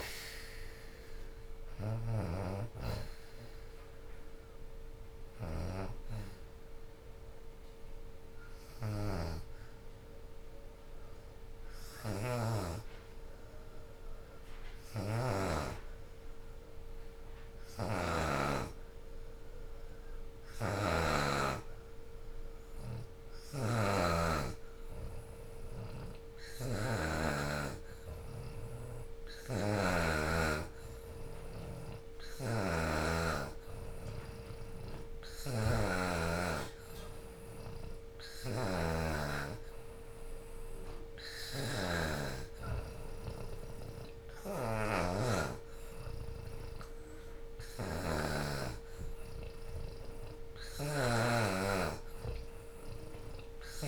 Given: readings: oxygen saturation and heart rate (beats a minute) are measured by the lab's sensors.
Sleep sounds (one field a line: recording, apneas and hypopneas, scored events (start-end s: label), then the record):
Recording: breathing in sleep by a room microphone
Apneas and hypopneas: 1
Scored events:
0.00-7.00 s: drop in pulse transit time (device-marked, heart rate 69 before, 65 extreme)
0.00-17.00 s: oxygen desaturation (device-marked, oxygen 94% before, 86% lowest, heart rate 66 before, 67 extreme)
2.00-25.00 s: obstructive apnea (oxygen 94% before, 83% lowest, heart rate 67 before, 67 extreme, up 2 after)
19.00-53.88 s: oxygen desaturation (device-marked, oxygen 94% before, 84% lowest, heart rate 73 before, 69 extreme)
27.00-31.00 s: arousal
From the record:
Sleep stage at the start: N2 (light sleep)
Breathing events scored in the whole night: 236 in 3.5 hours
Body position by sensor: on the back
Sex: female